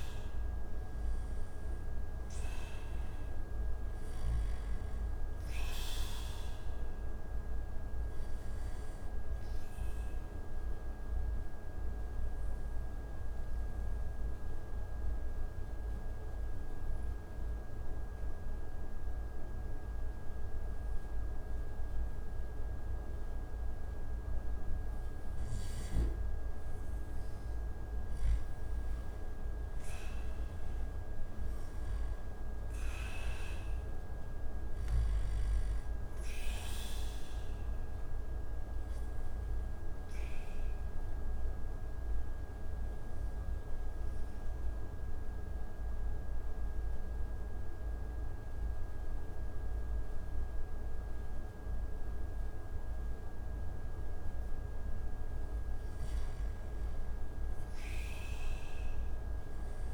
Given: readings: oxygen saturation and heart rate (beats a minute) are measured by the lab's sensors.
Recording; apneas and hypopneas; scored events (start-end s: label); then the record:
breathing in sleep, hard to hear, by a room microphone; 2
0.00-1.00 s: arousal
5.50-22.50 s: oxygen desaturation (device-marked, oxygen 97% before, 90% lowest)
6.50-24.50 s: obstructive apnea (oxygen 97% before, 89% lowest)
27.50-31.50 s: arousal
38.50-54.50 s: obstructive apnea (oxygen 96% before, 89% lowest)
38.50-55.50 s: oxygen desaturation (device-marked, oxygen 96% before, 89% lowest)
56.50-59.94 s: arousal
From the record:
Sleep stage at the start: N2 (light sleep); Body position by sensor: on the back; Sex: male